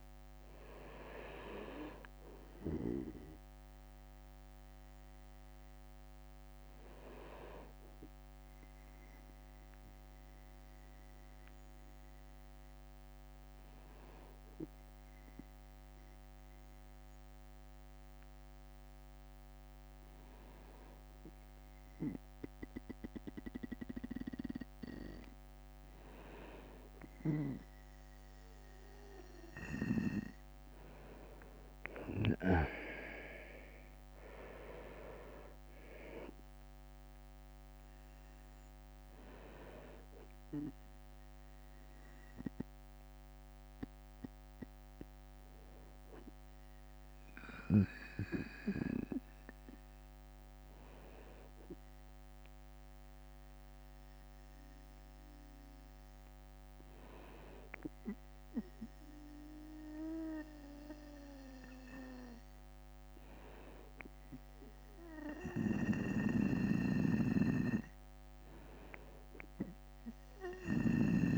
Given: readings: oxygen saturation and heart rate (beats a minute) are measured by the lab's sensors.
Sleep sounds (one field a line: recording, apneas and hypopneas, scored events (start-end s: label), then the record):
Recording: breathing in sleep by a microphone on the trachea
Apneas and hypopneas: 2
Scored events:
0.00-4.00 s: drop in pulse transit time (device-marked, heart rate 57 extreme)
0.00-29.00 s: bradycardia (device-marked, heart rate 56 before, 51 extreme)
7.00-25.00 s: obstructive apnea (oxygen 97% before, 96% lowest, heart rate 60 before, 53 extreme, up 7 after)
27.50-32.00 s: arousal
39.00-71.00 s: bradycardia (device-marked, heart rate 56 before, 53 extreme)
49.00-65.50 s: hypopnea (oxygen 98% before, 96% lowest, heart rate 59 before, 53 extreme, up 6 after)
65.50-71.38 s: snoring (device-marked)
From the record:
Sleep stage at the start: N2 (light sleep)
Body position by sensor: on the right side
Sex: male